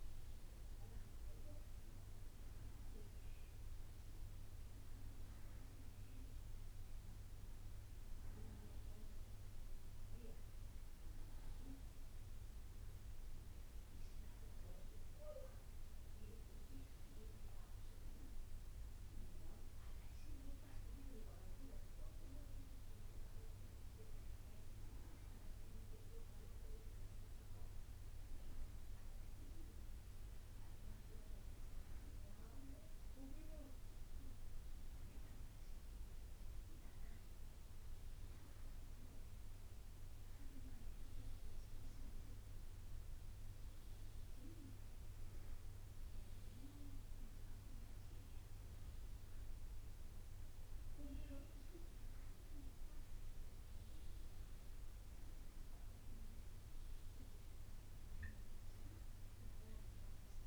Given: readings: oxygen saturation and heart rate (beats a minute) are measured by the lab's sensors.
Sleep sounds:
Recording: breathing in sleep by a room microphone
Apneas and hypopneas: none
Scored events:
none scored
From the record:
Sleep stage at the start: N1 (lightest sleep)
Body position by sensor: on the back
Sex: female

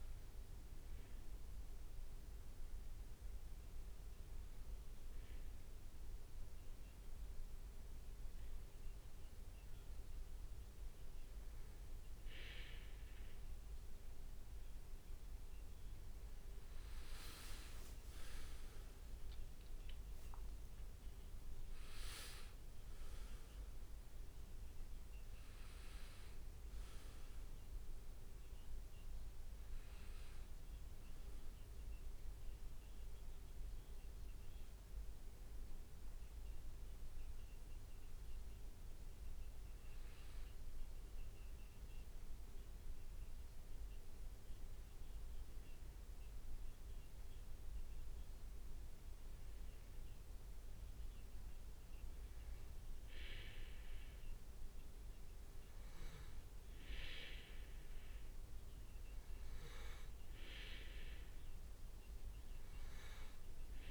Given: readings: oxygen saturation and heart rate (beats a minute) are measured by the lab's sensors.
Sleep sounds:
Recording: breathing in sleep by a room microphone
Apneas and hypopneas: 2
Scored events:
2.50-4.00 s: leg movement (device-marked)
4.00-14.00 s: hypopnea (oxygen 98% before, 95% lowest, heart rate 60 before, 57 extreme, up 8 after)
16.00-20.00 s: leg movement (device-marked)
16.50-20.50 s: arousal
42.00-55.00 s: hypopnea (oxygen 98% before, 94% lowest, heart rate 63 before, 58 extreme, up 2 after)
59.00-63.91 s: arousal
From the record:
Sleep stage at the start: N2 (light sleep)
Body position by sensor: on the back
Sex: male

